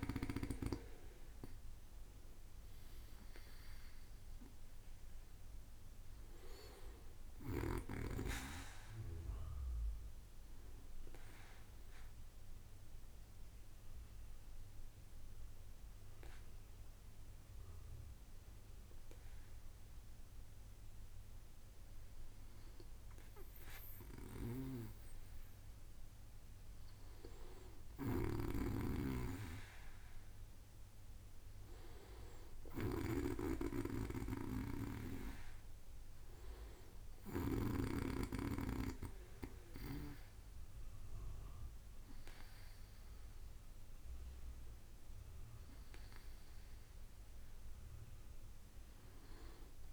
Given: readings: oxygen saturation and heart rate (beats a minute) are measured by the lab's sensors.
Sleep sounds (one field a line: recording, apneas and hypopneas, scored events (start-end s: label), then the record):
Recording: breathing in sleep by a room microphone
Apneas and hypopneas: 1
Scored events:
10.00-22.00 s: hypopnea (oxygen 97% before, 95% lowest, heart rate 69 before, 67 extreme, up 2 after)
25.50-30.00 s: arousal
27.50-37.50 s: snoring (device-marked)
From the record:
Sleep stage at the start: N2 (light sleep)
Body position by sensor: on the back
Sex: male